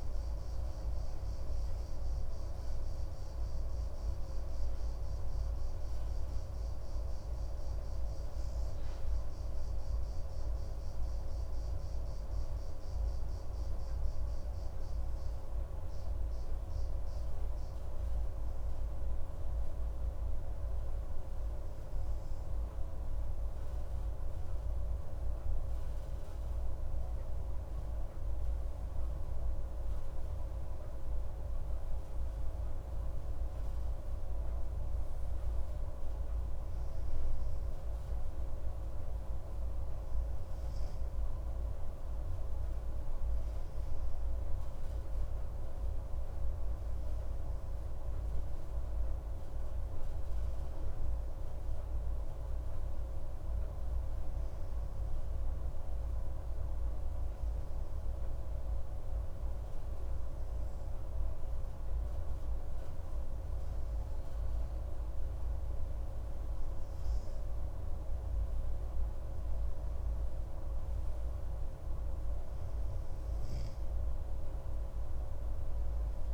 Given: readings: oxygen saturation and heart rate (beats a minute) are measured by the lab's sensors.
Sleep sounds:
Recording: breathing in sleep, hard to hear, by a room microphone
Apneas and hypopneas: 2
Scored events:
2.00-6.50 s: arousal
9.00-23.50 s: hypopnea (oxygen 97% before, 95% lowest)
28.50-34.00 s: arousal
56.50-69.50 s: hypopnea (oxygen 97% before, 95% lowest)
70.50-75.00 s: arousal
From the record:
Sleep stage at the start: N2 (light sleep)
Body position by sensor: on the right side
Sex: male

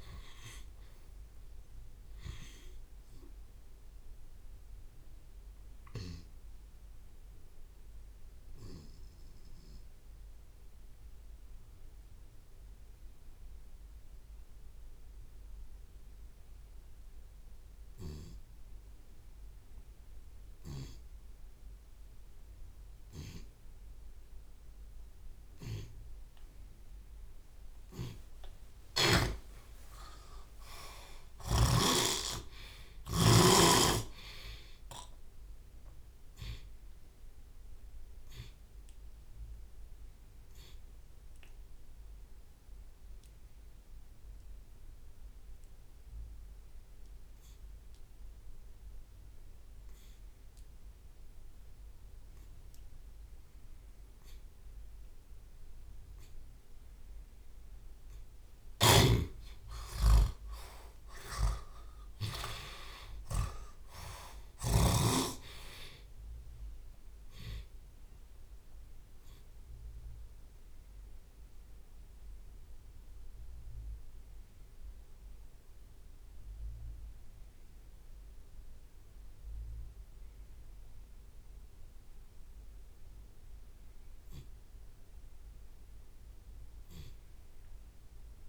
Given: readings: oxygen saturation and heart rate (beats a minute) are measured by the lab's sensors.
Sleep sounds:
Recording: breathing in sleep by a room microphone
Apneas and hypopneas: 3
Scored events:
0.50-2.50 s: long interval between heartbeats (device-marked, heart rate 93 before, 100 extreme)
0.50-27.00 s: obstructive apnea (oxygen 96% before, 82% lowest)
8.50-14.50 s: drop in pulse transit time (device-marked)
17.50-19.50 s: long interval between heartbeats (device-marked)
20.50-22.50 s: long interval between heartbeats (device-marked, heart rate 69 before, 43 extreme)
23.50-33.50 s: drop in pulse transit time (device-marked, heart rate 60 before, 38 extreme)
28.00-30.00 s: long interval between heartbeats (device-marked, heart rate 49 before, 64 extreme)
28.50-35.50 s: tachycardia (device-marked, heart rate 54 before, 126 extreme)
29.50-33.00 s: arousal
30.00-32.00 s: long interval between heartbeats (device-marked, heart rate 46 before, 96 extreme)
32.50-34.50 s: long interval between heartbeats (device-marked, heart rate 46 before, 120 extreme)
35.50-37.50 s: long interval between heartbeats (device-marked, heart rate 58 before, 106 extreme)
36.50-82.50 s: oxygen desaturation (device-marked, oxygen 100% before, 82% lowest)
37.50-56.50 s: obstructive apnea (oxygen 100% before, 73% lowest)
38.50-40.50 s: long interval between heartbeats (device-marked, heart rate 73 before, 84 extreme)
40.50-42.50 s: long interval between heartbeats (device-marked, heart rate 81 before, 68 extreme)
42.50-44.50 s: long interval between heartbeats (device-marked, heart rate 84 before, 78 extreme)
47.50-49.50 s: long interval between heartbeats (device-marked, heart rate 90 before, 53 extreme)
49.50-63.50 s: drop in pulse transit time (device-marked, heart rate 89 before, 41 extreme)
50.00-52.00 s: long interval between heartbeats (device-marked, heart rate 89 before, 41 extreme)
52.50-54.50 s: long interval between heartbeats (device-marked, heart rate 80 before, 47 extreme)
54.50-56.50 s: long interval between heartbeats (device-marked, heart rate 72 before, 52 extreme)
56.50-58.50 s: long interval between heartbeats (device-marked, heart rate 66 before, 64 extreme)
58.50-63.00 s: arousal
58.50-65.00 s: snoring (device-marked)
59.00-61.00 s: long interval between heartbeats (device-marked, heart rate 62 before, 74 extreme)
68.50-70.50 s: long interval between heartbeats (device-marked, heart rate 57 before, 35 extreme)
69.50-82.00 s: hypopnea (oxygen 95% before, 73% lowest, heart rate 56 before, 102 extreme)
70.50-88.49 s: tachycardia (device-marked, heart rate 56 before, 177 extreme)
72.00-74.00 s: long interval between heartbeats (device-marked, heart rate 56 before, 49 extreme)
74.50-76.50 s: long interval between heartbeats (device-marked, heart rate 60 before, 102 extreme)
76.50 s: drop in pulse transit time (device-marked)
76.50-78.50 s: long interval between heartbeats (device-marked, heart rate 65 before, 110 extreme)
78.50-79.50 s: drop in pulse transit time (device-marked, heart rate 70 before, 133 extreme)
80.50-82.50 s: long interval between heartbeats (device-marked, heart rate 76 before, 144 extreme)
81.50-88.49 s: drop in pulse transit time (device-marked, heart rate 80 before, 124 extreme)
83.00-85.00 s: long interval between heartbeats (device-marked, heart rate 85 before, 163 extreme)
83.50-87.00 s: arousal
84.50-88.49 s: oxygen desaturation (device-marked, oxygen 95% before, 73% lowest)
86.00-88.00 s: long interval between heartbeats (device-marked, heart rate 97 before, 127 extreme)
From the record:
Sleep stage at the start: N2 (light sleep)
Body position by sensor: on the left side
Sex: male

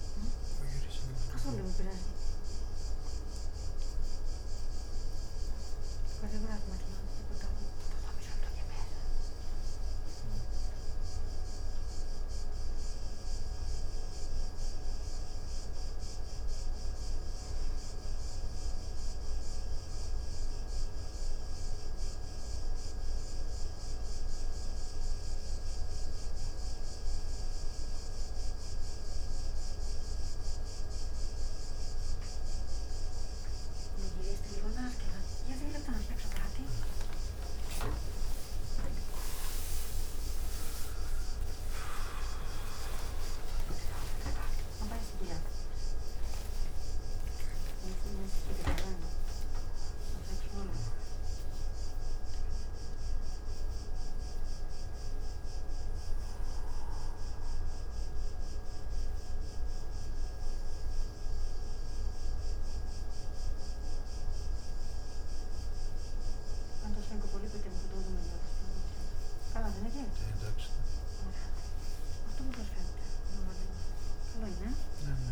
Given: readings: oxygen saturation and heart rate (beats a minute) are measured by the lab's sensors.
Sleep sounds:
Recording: a person awake in a sleep study, by a room microphone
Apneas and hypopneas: none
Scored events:
none scored
From the record:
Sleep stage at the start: awake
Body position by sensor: on the right side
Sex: male

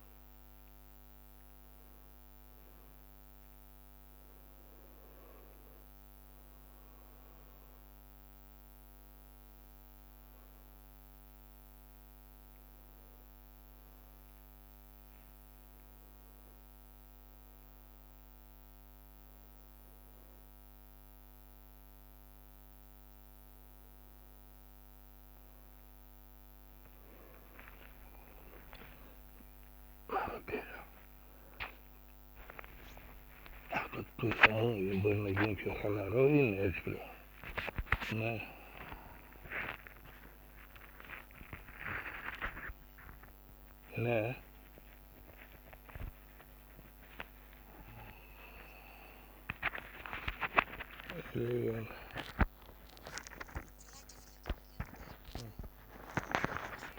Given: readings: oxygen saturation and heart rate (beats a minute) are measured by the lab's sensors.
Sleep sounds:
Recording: a person awake in a sleep study, by a microphone on the trachea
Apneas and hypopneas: none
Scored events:
1.50-3.50 s: long interval between heartbeats (device-marked, heart rate 73 before, 81 extreme)
16.50-18.50 s: long interval between heartbeats (device-marked, heart rate 68 before, 69 extreme)
20.00-56.99 s: new sleep stage, awake
26.00-37.00 s: tachycardia (device-marked, heart rate 75 before, 182 extreme)
30.00-32.00 s: long interval between heartbeats (device-marked, heart rate 72 before, 135 extreme)
31.00-40.00 s: drop in pulse transit time (device-marked, heart rate 76 before, 107 extreme)
32.00-34.00 s: long interval between heartbeats (device-marked, heart rate 81 before, 178 extreme)
34.50-36.50 s: long interval between heartbeats (device-marked, heart rate 92 before, 173 extreme)
34.50-44.50 s: snoring (device-marked)
39.00-41.00 s: long interval between heartbeats (device-marked, heart rate 113 before, 75 extreme)
44.00-46.00 s: long interval between heartbeats (device-marked, heart rate 115 before, 63 extreme)
47.00-54.00 s: bradycardia (device-marked)
51.50-56.99 s: snoring (device-marked)
52.00-56.99 s: drop in pulse transit time (device-marked, heart rate 97 before, 33 extreme)
53.00-55.00 s: long interval between heartbeats (device-marked, heart rate 89 before, 41 extreme)
From the record:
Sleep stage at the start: N1 (lightest sleep)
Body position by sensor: on the back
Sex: male

